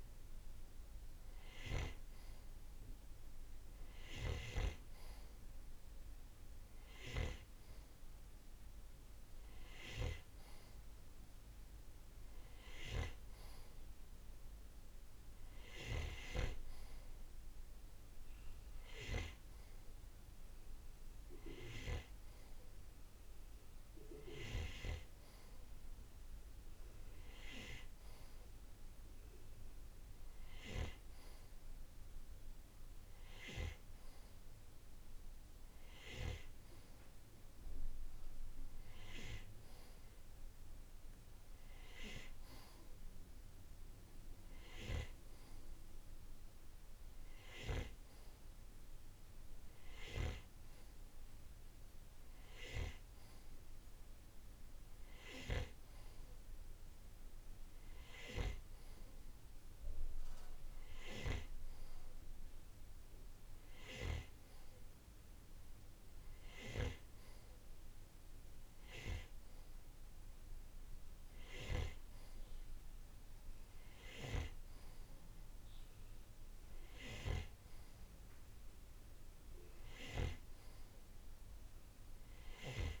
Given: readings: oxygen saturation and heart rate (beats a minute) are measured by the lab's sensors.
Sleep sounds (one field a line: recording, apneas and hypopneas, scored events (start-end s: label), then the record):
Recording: breathing in sleep by a room microphone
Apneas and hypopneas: none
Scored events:
none scored
From the record:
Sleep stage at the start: N2 (light sleep)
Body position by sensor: on the right side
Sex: male